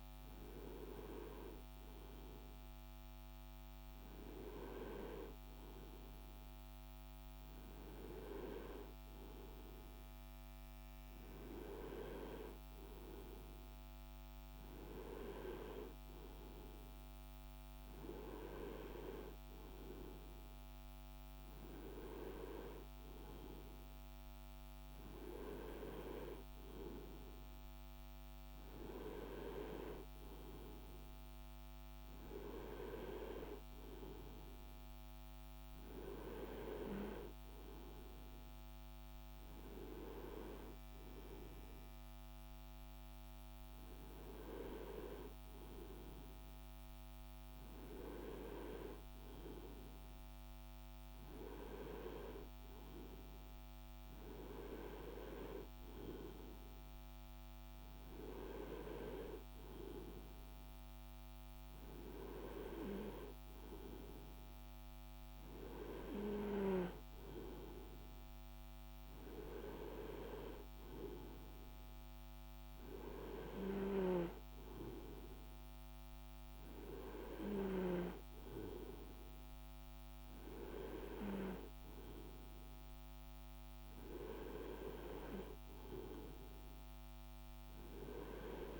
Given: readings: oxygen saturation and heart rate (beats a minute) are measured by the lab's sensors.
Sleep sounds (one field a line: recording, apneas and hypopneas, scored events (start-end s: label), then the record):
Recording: breathing in sleep by a microphone on the trachea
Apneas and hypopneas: none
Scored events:
none scored
From the record:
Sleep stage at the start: N2 (light sleep)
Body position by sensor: on the right side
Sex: male